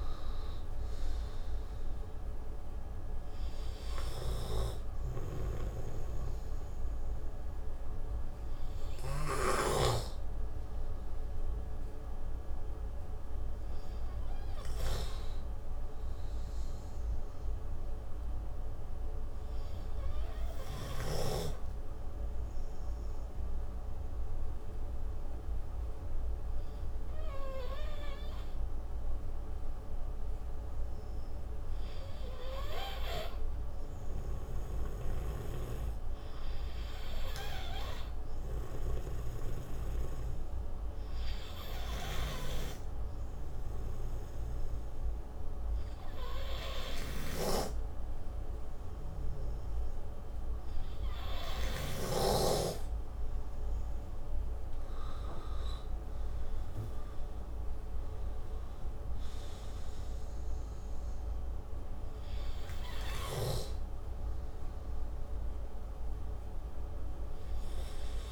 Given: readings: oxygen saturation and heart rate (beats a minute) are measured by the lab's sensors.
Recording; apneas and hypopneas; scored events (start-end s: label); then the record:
breathing in sleep by a room microphone; 2
0.00-5.50 s: oxygen desaturation (device-marked, oxygen 91% lowest)
2.00-6.00 s: arousal
12.50-21.50 s: oxygen desaturation (device-marked, oxygen 95% before, 91% lowest)
18.00-31.50 s: obstructive apnea (oxygen 97% before, 90% lowest)
26.50-33.50 s: oxygen desaturation (device-marked, oxygen 96% before, 92% lowest)
32.00-35.50 s: arousal
35.50-40.50 s: oxygen desaturation (device-marked, oxygen 97% before, 92% lowest)
43.00-54.00 s: obstructive apnea (oxygen 97% before, 90% lowest)
60.50-68.31 s: oxygen desaturation (device-marked, oxygen 95% before, 90% lowest)
62.00-66.00 s: arousal
From the record:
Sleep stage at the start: N2 (light sleep); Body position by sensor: on the right side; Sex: male